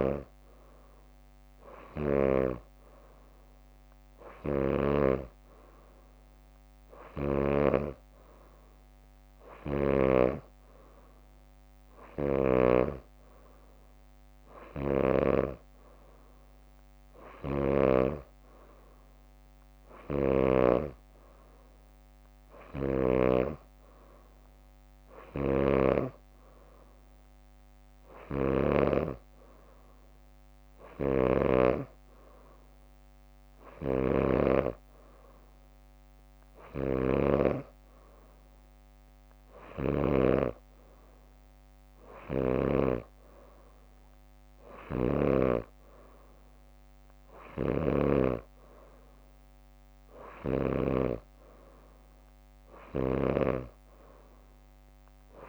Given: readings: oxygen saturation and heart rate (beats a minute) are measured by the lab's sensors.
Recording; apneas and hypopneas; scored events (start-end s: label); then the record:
breathing in sleep by a microphone on the trachea; none
0.50-10.50 s: drop in pulse transit time (device-marked, heart rate 64 before, 63 extreme)
7.00-18.00 s: snoring (device-marked)
20.00-29.00 s: snoring (device-marked)
31.00-43.00 s: snoring (device-marked)
36.50-38.50 s: leg movement (device-marked)
39.50-43.50 s: leg movement (device-marked)
46.50-53.50 s: bradycardia (device-marked, heart rate 64 before, 57 extreme)
47.50-51.00 s: snoring (device-marked)
52.50-54.00 s: leg movement (device-marked)
From the record:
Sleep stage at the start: N2 (light sleep); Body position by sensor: on the back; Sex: female